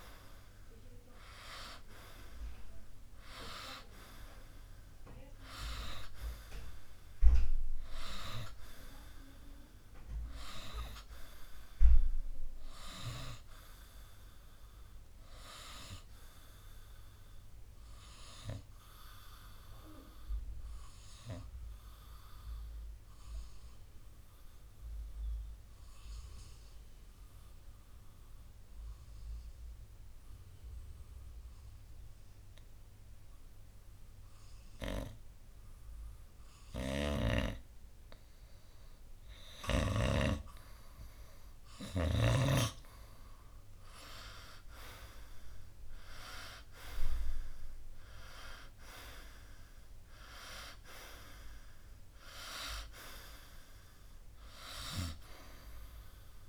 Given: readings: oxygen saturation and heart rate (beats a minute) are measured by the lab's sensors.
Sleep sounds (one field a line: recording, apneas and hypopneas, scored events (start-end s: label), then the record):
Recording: breathing in sleep by a room microphone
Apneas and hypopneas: 1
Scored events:
0.00-12.50 s: oxygen desaturation (device-marked, oxygen 91% lowest, heart rate 58 extreme)
16.50-37.50 s: obstructive apnea (oxygen 97% before, 92% lowest, heart rate 63 before, 58 extreme, up 8 after)
43.50-47.50 s: arousal
From the record:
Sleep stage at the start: N2 (light sleep)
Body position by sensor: on the right side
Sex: male